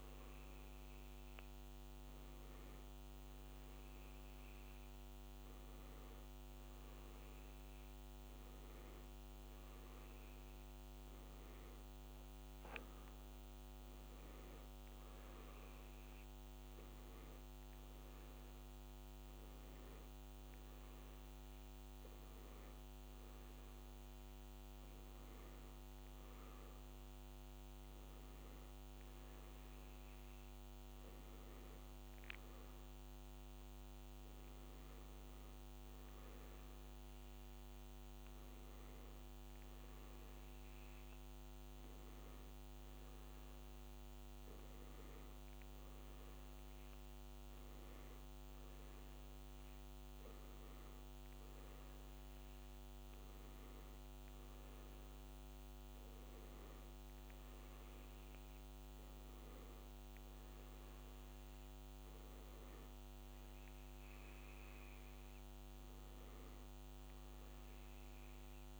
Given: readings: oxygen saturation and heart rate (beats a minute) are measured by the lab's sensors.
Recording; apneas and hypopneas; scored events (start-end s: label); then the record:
breathing in sleep, hard to hear, by a microphone on the trachea; none
none scored
From the record:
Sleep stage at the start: N2 (light sleep); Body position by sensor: on the back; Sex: male